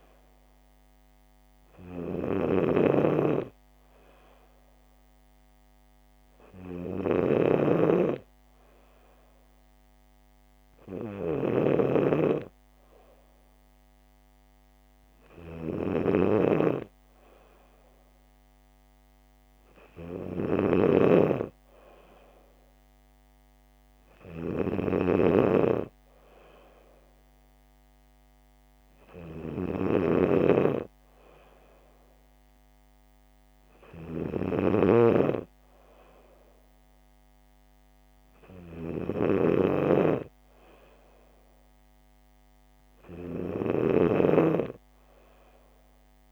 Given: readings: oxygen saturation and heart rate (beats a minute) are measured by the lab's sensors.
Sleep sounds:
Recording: breathing in sleep by a microphone on the trachea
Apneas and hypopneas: none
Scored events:
0.00-46.32 s: snoring (device-marked)
From the record:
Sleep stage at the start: N2 (light sleep)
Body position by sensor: on the back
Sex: female

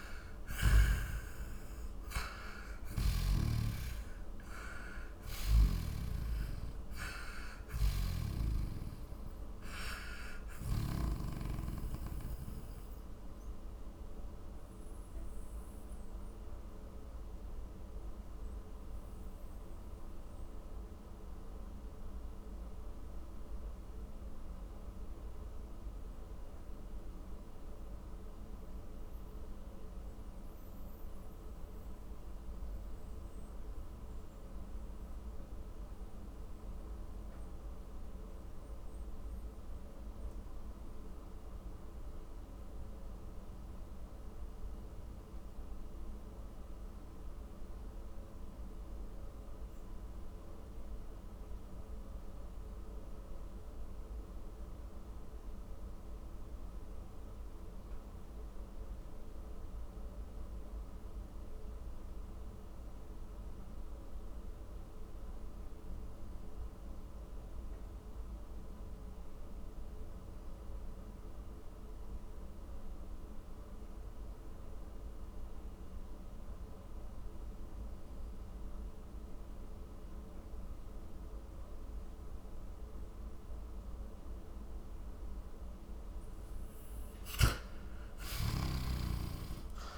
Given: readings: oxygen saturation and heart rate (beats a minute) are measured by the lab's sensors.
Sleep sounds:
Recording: breathing in sleep by a room microphone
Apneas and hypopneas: 1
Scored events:
0.00-3.00 s: snoring (device-marked)
0.00-36.00 s: oxygen desaturation (device-marked, oxygen 83% lowest, heart rate 45 extreme)
13.00-85.50 s: mixed apnea (oxygen 95% before, 83% lowest, heart rate 66 before, 42 extreme, up 25 after)
79.00-89.98 s: oxygen desaturation (device-marked, oxygen 96% before, 84% lowest, heart rate 51 before, 44 extreme)
86.50-89.98 s: snoring (device-marked)
87.00-89.98 s: arousal
From the record:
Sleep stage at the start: N2 (light sleep)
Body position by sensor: on the back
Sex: male

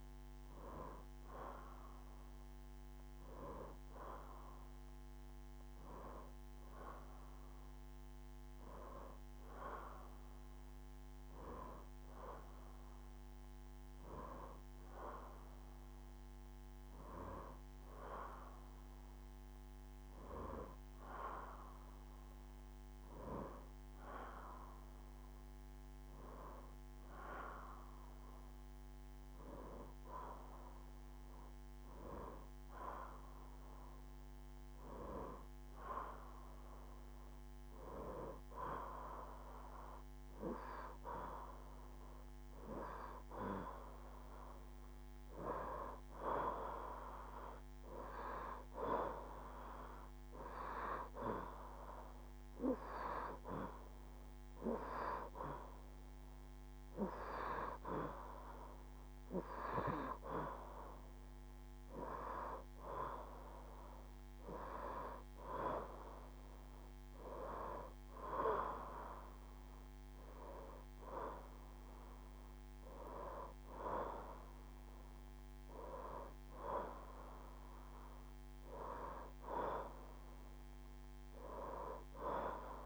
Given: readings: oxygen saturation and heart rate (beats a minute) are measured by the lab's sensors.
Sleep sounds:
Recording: breathing in sleep by a microphone on the trachea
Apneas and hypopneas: none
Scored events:
none scored
From the record:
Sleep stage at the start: N2 (light sleep)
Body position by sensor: on the right side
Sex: female

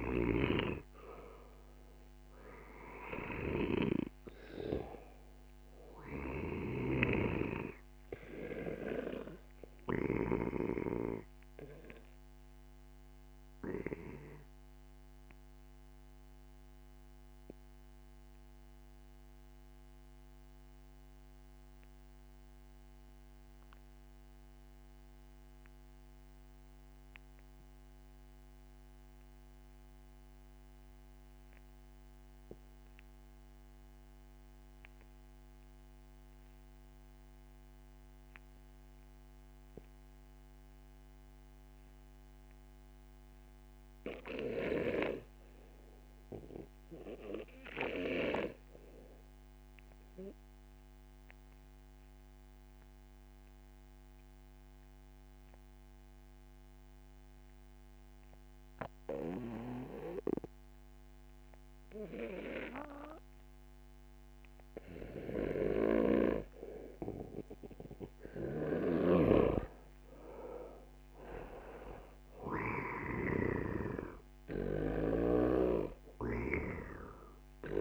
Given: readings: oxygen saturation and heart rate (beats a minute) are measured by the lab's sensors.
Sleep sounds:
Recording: breathing in sleep by a microphone on the trachea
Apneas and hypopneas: 1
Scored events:
0.00-1.00 s: arousal
0.00-10.00 s: snoring (device-marked)
0.00-27.00 s: oxygen desaturation (device-marked, oxygen 91% lowest, heart rate 37 extreme)
17.50-68.00 s: obstructive apnea (oxygen 96% before, 85% lowest)
39.00-77.81 s: new sleep stage, REM sleep
51.00-77.81 s: oxygen desaturation (device-marked, oxygen 96% before, 85% lowest)
68.50-76.50 s: snoring (device-marked)
69.00-73.00 s: arousal
From the record:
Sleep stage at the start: N2 (light sleep)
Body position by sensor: on the back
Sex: male

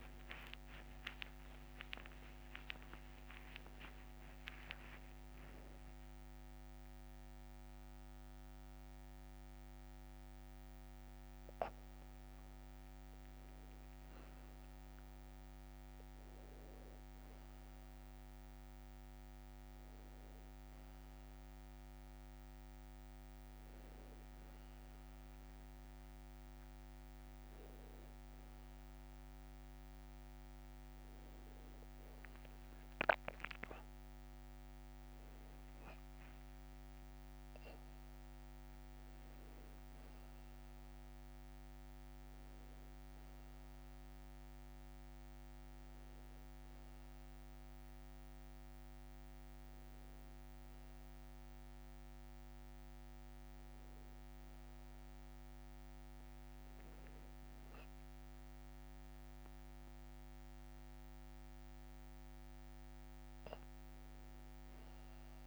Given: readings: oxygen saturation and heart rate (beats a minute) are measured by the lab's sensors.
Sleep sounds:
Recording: breathing in sleep, hard to hear, by a microphone on the trachea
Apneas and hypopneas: none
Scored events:
0.00-4.00 s: arousal
1.50-3.50 s: long interval between heartbeats (device-marked, heart rate 66 before, 86 extreme)
24.50-26.50 s: long interval between heartbeats (device-marked, heart rate 69 before, 84 extreme)
55.00-65.47 s: tachycardia (device-marked, heart rate 65 before, 180 extreme)
58.00-60.00 s: long interval between heartbeats (device-marked, heart rate 63 before, 103 extreme)
63.50-65.47 s: long interval between heartbeats (device-marked, heart rate 81 before, 159 extreme)
From the record:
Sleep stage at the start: N1 (lightest sleep)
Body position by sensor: on the back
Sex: male

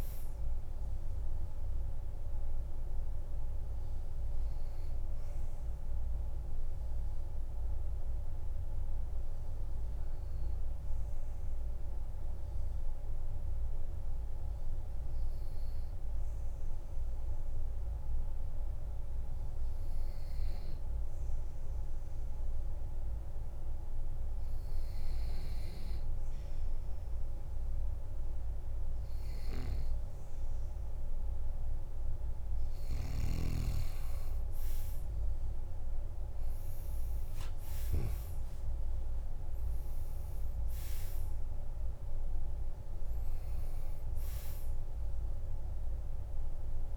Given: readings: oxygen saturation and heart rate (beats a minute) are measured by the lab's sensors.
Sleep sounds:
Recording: breathing in sleep, hard to hear, by a room microphone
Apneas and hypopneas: 1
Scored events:
0.00-15.00 s: oxygen desaturation (device-marked, oxygen 92% lowest, heart rate 46 extreme)
8.50-28.00 s: obstructive apnea (oxygen 98% before, 92% lowest, heart rate 61 before, 46 extreme, up 9 after)
33.00-46.97 s: oxygen desaturation (device-marked, oxygen 98% before, 93% lowest, heart rate 50 before, 46 extreme)
34.00-39.50 s: arousal
From the record:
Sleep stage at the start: N2 (light sleep)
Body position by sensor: on the back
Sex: male

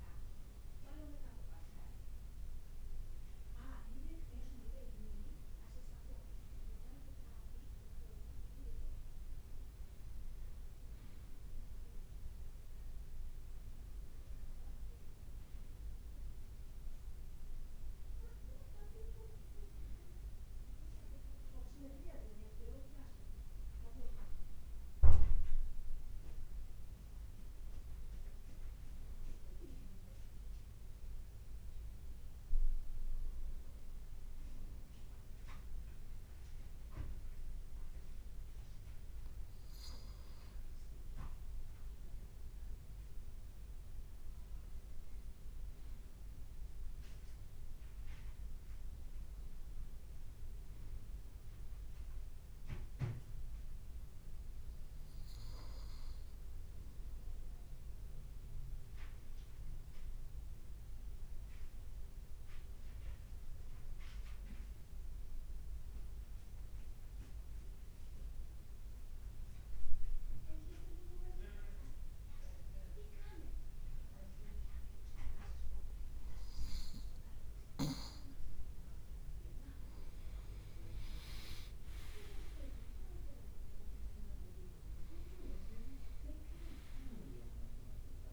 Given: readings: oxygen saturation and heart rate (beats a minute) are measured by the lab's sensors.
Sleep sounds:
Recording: breathing in sleep by a room microphone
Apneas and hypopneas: 2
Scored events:
21.00-25.00 s: arousal
28.00-42.50 s: hypopnea (oxygen 98% before, 95% lowest, heart rate 57 before, 54 extreme, up 2 after)
44.00-48.00 s: arousal
46.50-88.33 s: new sleep stage, N2 (light sleep)
58.50-76.00 s: obstructive apnea (oxygen 98% before, 95% lowest, heart rate 56 before, 54 extreme, up 3 after)
78.50-83.00 s: arousal
80.00-88.33 s: leg movement (device-marked)
From the record:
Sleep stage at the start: N1 (lightest sleep)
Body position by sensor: on the right side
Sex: male

